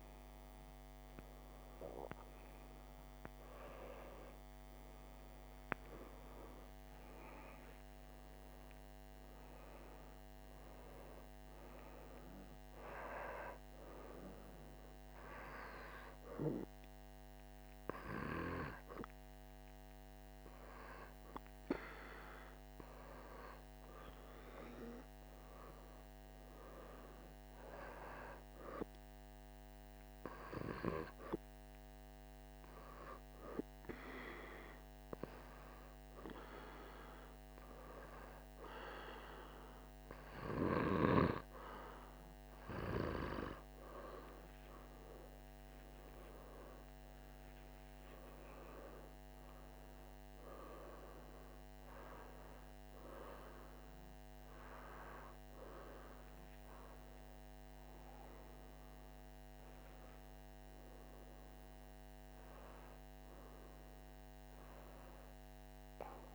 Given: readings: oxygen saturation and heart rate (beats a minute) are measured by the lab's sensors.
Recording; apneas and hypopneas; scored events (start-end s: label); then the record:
breathing in sleep by a microphone on the trachea; none
none scored
From the record:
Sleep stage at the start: N2 (light sleep); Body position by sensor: on the back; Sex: male